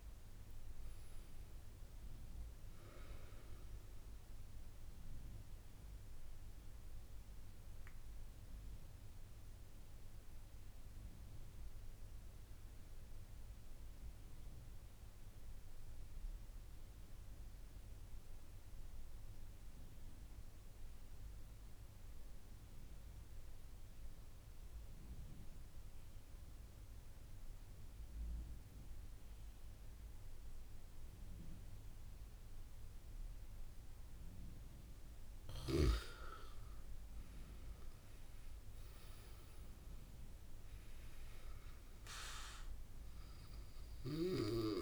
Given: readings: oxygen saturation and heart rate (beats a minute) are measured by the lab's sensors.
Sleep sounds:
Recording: breathing in sleep by a room microphone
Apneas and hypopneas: 1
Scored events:
5.50-34.00 s: obstructive apnea (oxygen 97% before, 94% lowest)
28.00-44.82 s: oxygen desaturation (device-marked, oxygen 97% before, 94% lowest)
37.00-40.50 s: arousal
From the record:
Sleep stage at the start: N2 (light sleep)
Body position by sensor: on the back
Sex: male

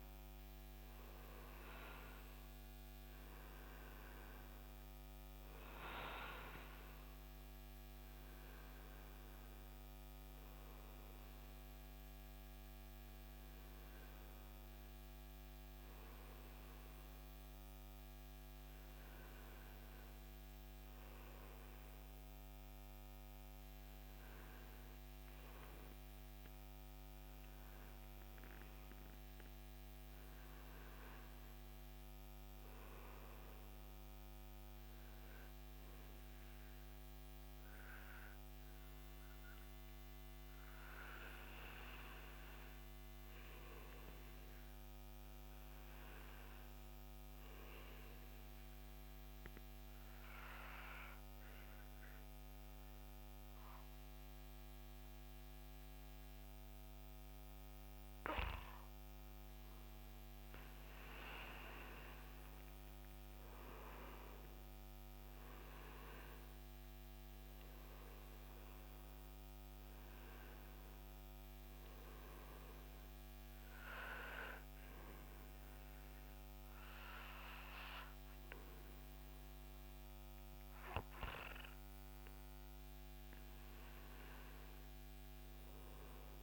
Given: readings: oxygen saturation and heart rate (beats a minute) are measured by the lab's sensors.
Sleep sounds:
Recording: breathing in sleep by a microphone on the trachea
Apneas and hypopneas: 1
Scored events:
0.00-1.00 s: arousal
0.00-11.50 s: oxygen desaturation (device-marked, oxygen 94% lowest, heart rate 67 extreme)
18.50-30.50 s: oxygen desaturation (device-marked, oxygen 95% before, 91% lowest, heart rate 68 before, 66 extreme)
26.50-86.43 s: new sleep stage, N2 (light sleep)
50.50-63.00 s: hypopnea (oxygen 97% before, 93% lowest, heart rate 69 before, 66 extreme, up 7 after)
65.00-69.50 s: arousal
From the record:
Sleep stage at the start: N1 (lightest sleep)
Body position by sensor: on the right side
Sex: male

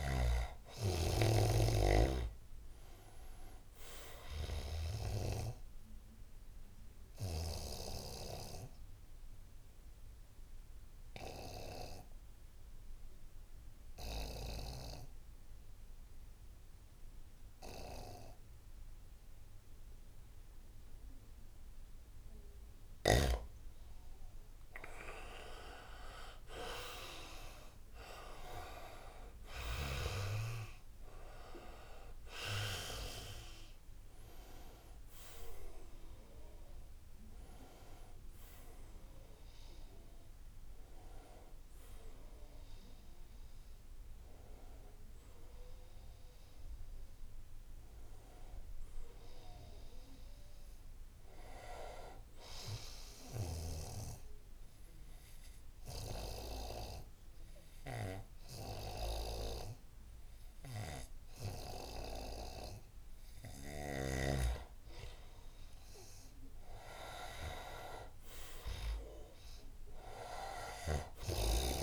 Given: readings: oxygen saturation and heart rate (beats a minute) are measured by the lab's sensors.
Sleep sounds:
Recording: breathing in sleep by a room microphone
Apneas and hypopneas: 2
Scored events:
3.00-13.00 s: oxygen desaturation (device-marked, oxygen 98% before, 94% lowest, heart rate 77 before, 73 extreme)
6.00-22.00 s: obstructive apnea (oxygen 98% before, 85% lowest, heart rate 77 before, 74 extreme, up 5 after)
23.50-27.50 s: arousal
26.00-47.00 s: oxygen desaturation (device-marked, oxygen 97% before, 85% lowest, heart rate 78 before, 72 extreme)
52.00-64.00 s: obstructive apnea (oxygen 98% before, 91% lowest, heart rate 80 before, 74 extreme, up 7 after)
65.50-69.00 s: arousal
From the record:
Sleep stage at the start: N2 (light sleep)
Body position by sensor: on the right side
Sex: male

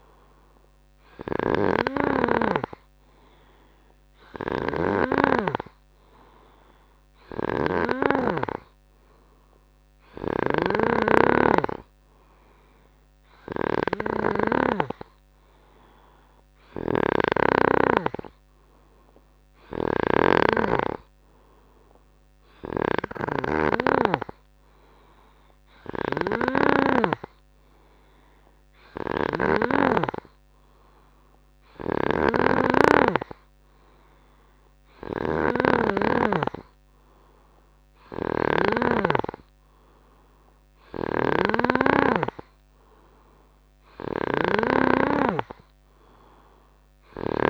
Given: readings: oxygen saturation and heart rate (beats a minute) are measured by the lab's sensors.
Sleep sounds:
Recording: breathing in sleep by a microphone on the trachea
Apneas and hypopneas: none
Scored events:
0.00-2.50 s: snoring (device-marked)
4.50-8.00 s: snoring (device-marked)
10.00-20.50 s: snoring (device-marked)
22.50-27.00 s: snoring (device-marked)
29.00-39.00 s: snoring (device-marked)
41.00-47.50 s: snoring (device-marked)
From the record:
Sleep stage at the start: N3 (deep sleep)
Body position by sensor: on the right side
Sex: male

